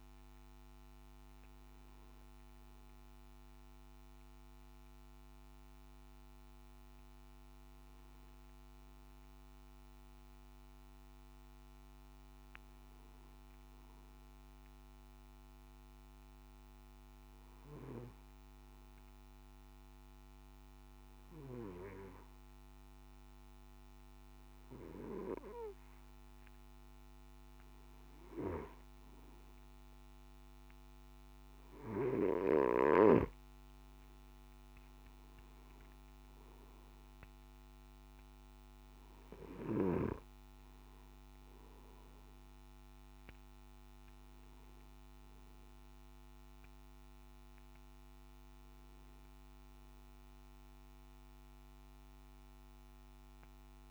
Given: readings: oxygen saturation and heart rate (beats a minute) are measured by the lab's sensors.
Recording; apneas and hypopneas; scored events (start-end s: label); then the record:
breathing in sleep by a microphone on the trachea; 1
5.50-17.50 s: oxygen desaturation (device-marked, oxygen 93% before, 88% lowest, heart rate 63 before, 54 extreme)
16.00-28.00 s: obstructive apnea (oxygen 97% before, 93% lowest, heart rate 57 before, 54 extreme, up 1 after)
From the record:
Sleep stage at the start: N1 (lightest sleep); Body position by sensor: on the back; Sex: male